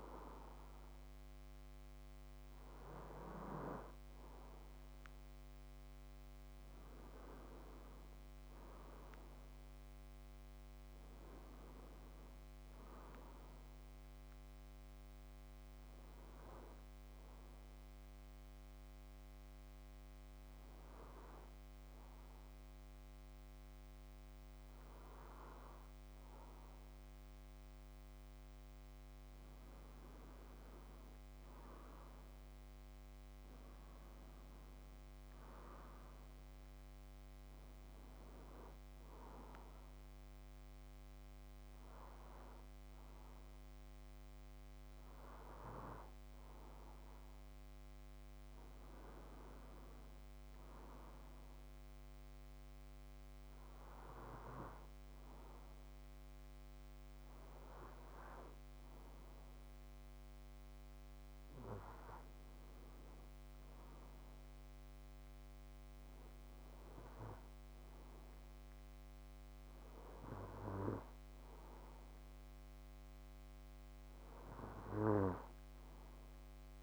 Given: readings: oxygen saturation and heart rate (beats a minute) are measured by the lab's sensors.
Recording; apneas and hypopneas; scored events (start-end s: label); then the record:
breathing in sleep by a microphone on the trachea; 1
9.50-13.50 s: arousal
17.00-28.00 s: hypopnea (oxygen 95% before, 92% lowest, heart rate 57 before, 53 extreme, up 9 after)
29.50-33.00 s: arousal
38.00-53.00 s: oxygen desaturation (device-marked, oxygen 95% before, 92% lowest, heart rate 56 before, 54 extreme)
From the record:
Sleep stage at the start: N2 (light sleep); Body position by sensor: on the back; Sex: male